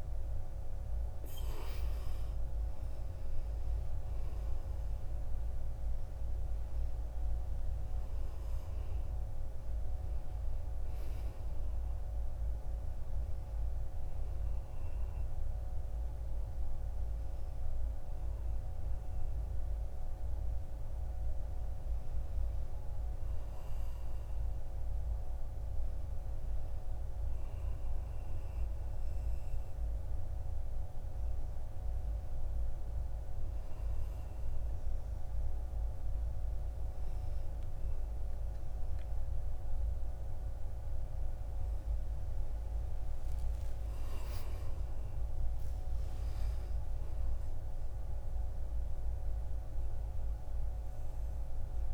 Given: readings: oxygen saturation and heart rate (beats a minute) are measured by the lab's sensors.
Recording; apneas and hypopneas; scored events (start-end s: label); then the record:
breathing in sleep, hard to hear, by a room microphone; none
none scored
From the record:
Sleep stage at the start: N2 (light sleep); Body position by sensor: on the back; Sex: male